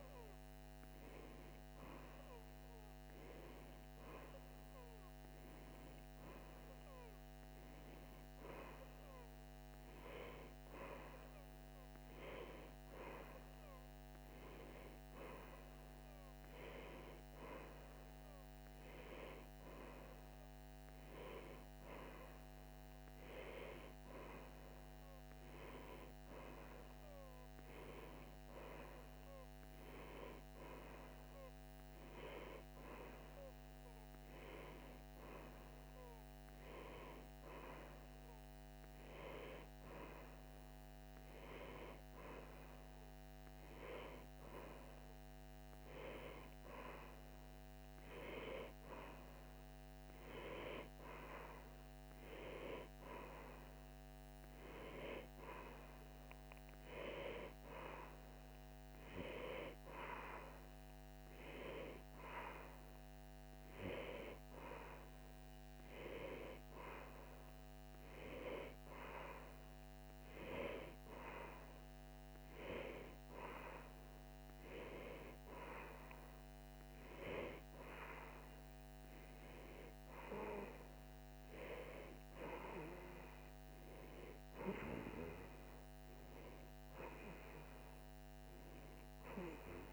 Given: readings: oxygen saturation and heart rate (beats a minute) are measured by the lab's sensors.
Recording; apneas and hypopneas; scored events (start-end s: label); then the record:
a person awake in a sleep study, by a microphone on the trachea; none
50.00-89.93 s: new sleep stage, N1 (lightest sleep)
From the record:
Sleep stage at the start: awake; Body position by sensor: on the back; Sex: female